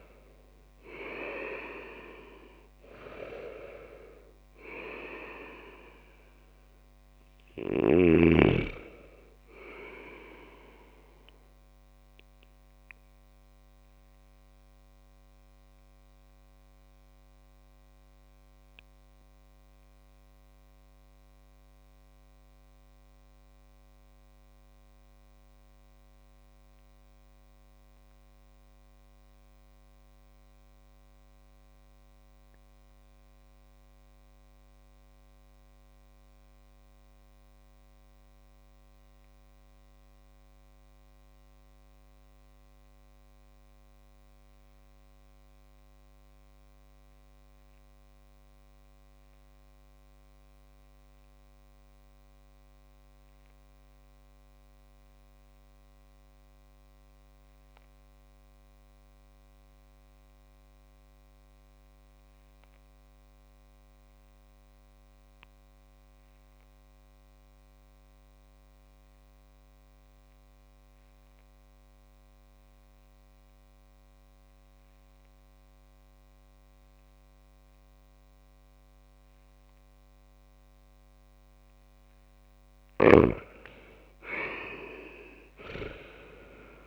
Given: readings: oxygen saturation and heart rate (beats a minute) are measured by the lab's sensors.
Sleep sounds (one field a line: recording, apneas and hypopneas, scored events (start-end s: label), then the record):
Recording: breathing in sleep by a microphone on the trachea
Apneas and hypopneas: 1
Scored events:
0.00-13.00 s: oxygen desaturation (device-marked, oxygen 100% before, 96% lowest)
11.50-81.00 s: obstructive apnea (oxygen 100% before, 89% lowest)
71.00-86.87 s: oxygen desaturation (device-marked, oxygen 98% before, 89% lowest)
83.00-86.87 s: arousal
From the record:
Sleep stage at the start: REM sleep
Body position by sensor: on the back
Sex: male